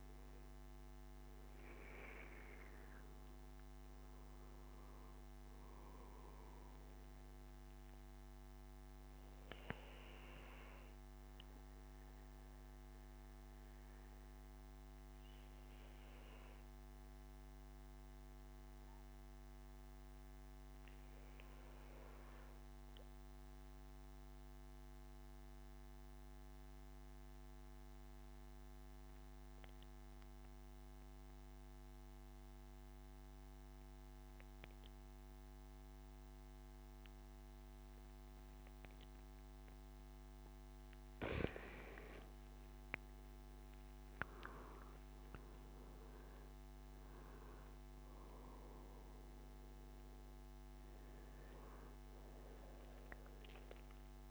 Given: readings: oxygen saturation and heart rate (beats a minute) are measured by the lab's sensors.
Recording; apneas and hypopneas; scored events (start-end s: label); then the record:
breathing in sleep, hard to hear, by a microphone on the trachea; 1
0.00-12.00 s: oxygen desaturation (device-marked, oxygen 91% lowest, heart rate 66 extreme)
10.00-39.00 s: obstructive apnea (oxygen 98% before, 92% lowest, heart rate 73 before, 68 extreme, up 12 after)
38.00-54.31 s: oxygen desaturation (device-marked, oxygen 97% before, 92% lowest, heart rate 73 before, 68 extreme)
42.00-45.50 s: arousal
From the record:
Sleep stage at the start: N2 (light sleep); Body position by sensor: on the back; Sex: male